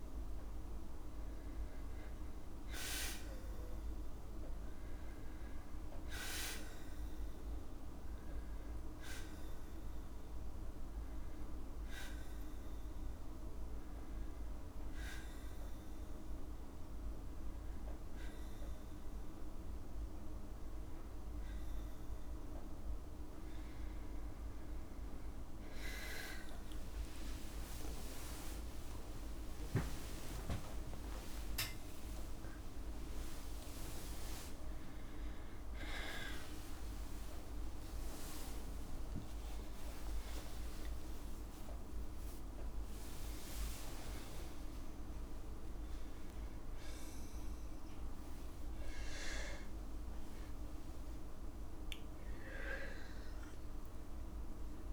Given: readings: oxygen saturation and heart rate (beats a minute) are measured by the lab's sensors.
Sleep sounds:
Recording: a person awake in a sleep study, by a room microphone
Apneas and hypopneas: none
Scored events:
0.00-2.50 s: arousal
22.00-52.00 s: new sleep stage, awake
24.00-26.00 s: long interval between heartbeats (device-marked, heart rate 62 before, 63 extreme)
26.00-54.93 s: tachycardia (device-marked, heart rate 61 before, 214 extreme)
26.50-28.50 s: long interval between heartbeats (device-marked, heart rate 62 before, 69 extreme)
27.00-45.00 s: oxygen desaturation (device-marked, oxygen 95% before, 89% lowest, heart rate 63 before, 63 extreme)
31.00-33.00 s: long interval between heartbeats (device-marked, heart rate 73 before, 161 extreme)
34.50-36.50 s: long interval between heartbeats (device-marked, heart rate 92 before, 212 extreme)
36.50-38.50 s: long interval between heartbeats (device-marked, heart rate 107 before, 182 extreme)
46.50-48.50 s: long interval between heartbeats (device-marked, heart rate 150 before, 129 extreme)
52.00-54.00 s: long interval between heartbeats (device-marked, heart rate 155 before, 137 extreme)
52.00-54.93 s: new sleep stage, N1 (lightest sleep)
From the record:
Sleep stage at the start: N2 (light sleep)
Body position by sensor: on the back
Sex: female

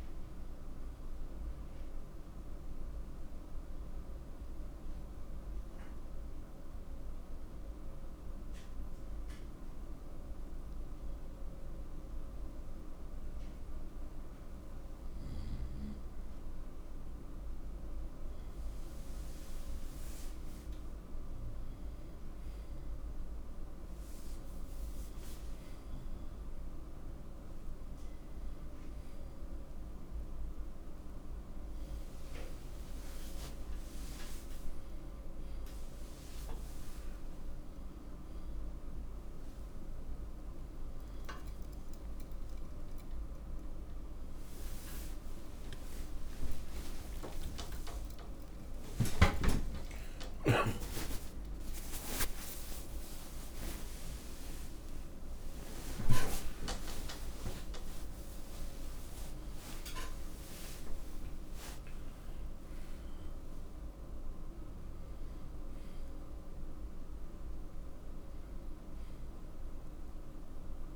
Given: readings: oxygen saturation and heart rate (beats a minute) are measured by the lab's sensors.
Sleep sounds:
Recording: a person partly awake in a sleep study, by a room microphone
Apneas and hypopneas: 1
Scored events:
0.00-9.00 s: oxygen desaturation (device-marked, oxygen 89% lowest, heart rate 62 extreme)
4.50-17.50 s: hypopnea (oxygen 95% before, 89% lowest, heart rate 75 before, 62 extreme, up 9 after)
26.00-43.00 s: oxygen desaturation (device-marked, oxygen 94% before, 90% lowest, heart rate 66 before, 68 extreme)
38.00-70.96 s: new sleep stage, awake
From the record:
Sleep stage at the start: N2 (light sleep)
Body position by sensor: on the right side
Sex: male

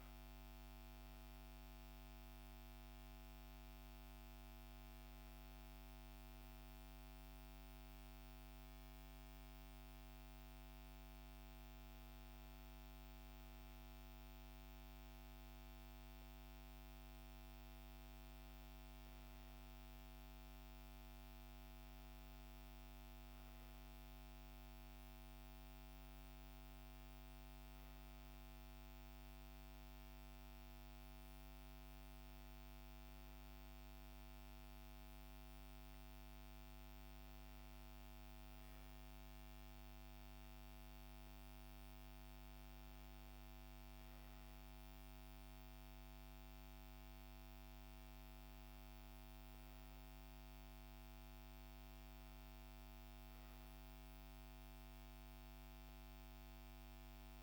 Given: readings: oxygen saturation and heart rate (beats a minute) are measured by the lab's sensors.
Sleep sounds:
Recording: breathing in sleep, hard to hear, by a microphone on the trachea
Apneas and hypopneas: none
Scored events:
none scored
From the record:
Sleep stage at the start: N1 (lightest sleep)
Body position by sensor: on the back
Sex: female

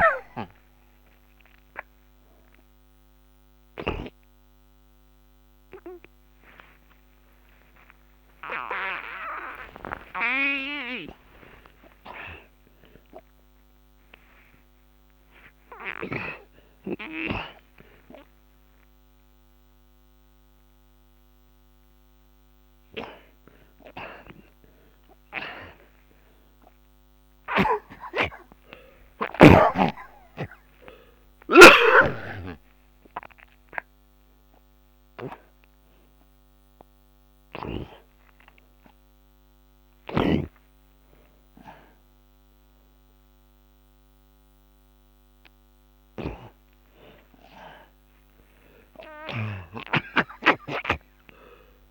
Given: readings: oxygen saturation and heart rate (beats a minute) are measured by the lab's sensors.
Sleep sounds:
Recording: a person awake in a sleep study, by a microphone on the trachea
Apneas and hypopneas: none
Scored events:
0.00-18.00 s: oxygen desaturation (device-marked, oxygen 85% lowest)
2.00-51.91 s: new sleep stage, awake
27.50-38.00 s: snoring (device-marked)
31.00-45.00 s: oxygen desaturation (device-marked, oxygen 97% before, 94% lowest, heart rate 56 before, 59 extreme)
From the record:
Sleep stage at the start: N2 (light sleep)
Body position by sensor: on the back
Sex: male

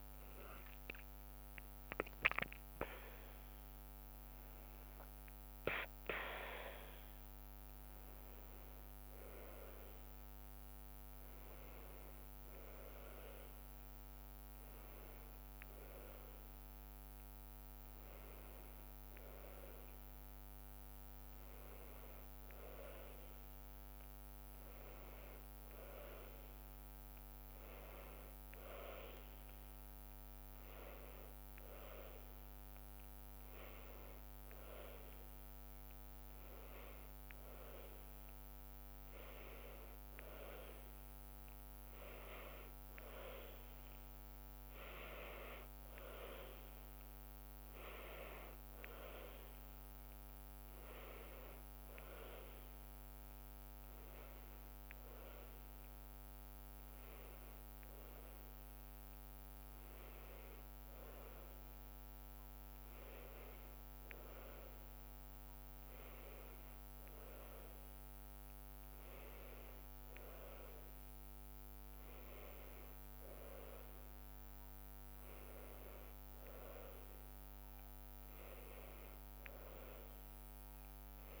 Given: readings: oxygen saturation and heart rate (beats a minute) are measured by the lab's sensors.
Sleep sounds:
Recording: breathing in sleep by a microphone on the trachea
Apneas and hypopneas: none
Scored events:
0.50-4.50 s: arousal
2.00-15.00 s: drop in pulse transit time (device-marked, heart rate 75 before, 77 extreme)
From the record:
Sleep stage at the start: N2 (light sleep)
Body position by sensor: on the right side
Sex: female

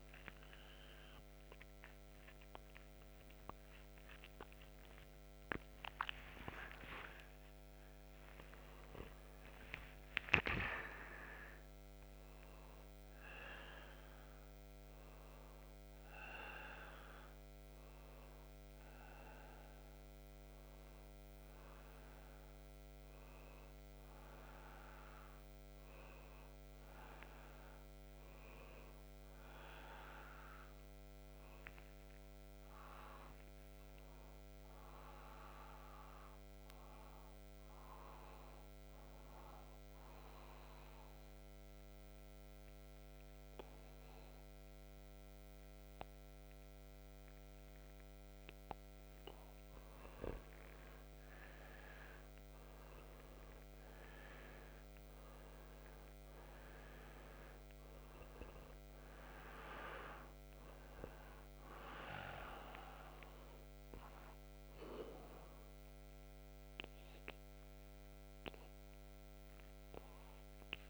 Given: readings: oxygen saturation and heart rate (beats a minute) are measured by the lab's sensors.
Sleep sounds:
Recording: a person partly awake in a sleep study, by a microphone on the trachea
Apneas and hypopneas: 1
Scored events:
22.50-70.89 s: new sleep stage, N1 (lightest sleep)
41.00-51.00 s: obstructive apnea (oxygen 97% before, 91% lowest, heart rate 69 before, 63 extreme, up 5 after)
49.50-70.89 s: oxygen desaturation (device-marked, oxygen 97% before, 91% lowest, heart rate 64 before, 62 extreme)
52.50-56.00 s: arousal
From the record:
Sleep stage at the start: awake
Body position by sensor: upright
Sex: male

